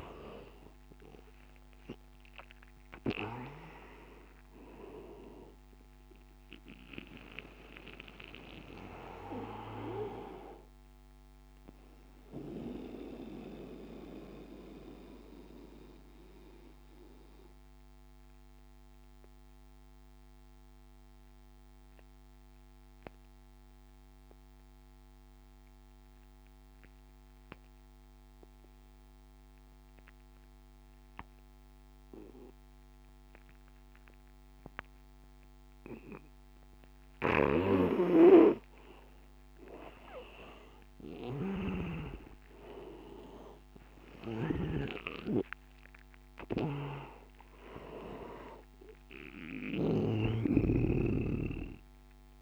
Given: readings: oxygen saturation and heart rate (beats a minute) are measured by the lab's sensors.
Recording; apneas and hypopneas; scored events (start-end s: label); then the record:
breathing in sleep by a microphone on the trachea; 1
0.00-2.00 s: arousal
0.00-23.00 s: oxygen desaturation (device-marked, oxygen 81% lowest, heart rate 73 extreme)
12.00-38.00 s: mixed apnea (oxygen 97% before, 81% lowest, heart rate 85 before, 80 extreme, up 10 after)
36.00-52.41 s: oxygen desaturation (device-marked, oxygen 99% before, 84% lowest, heart rate 83 before, 73 extreme)
37.00-50.50 s: snoring (device-marked)
40.00-44.50 s: arousal
From the record:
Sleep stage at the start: N2 (light sleep); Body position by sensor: on the back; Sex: male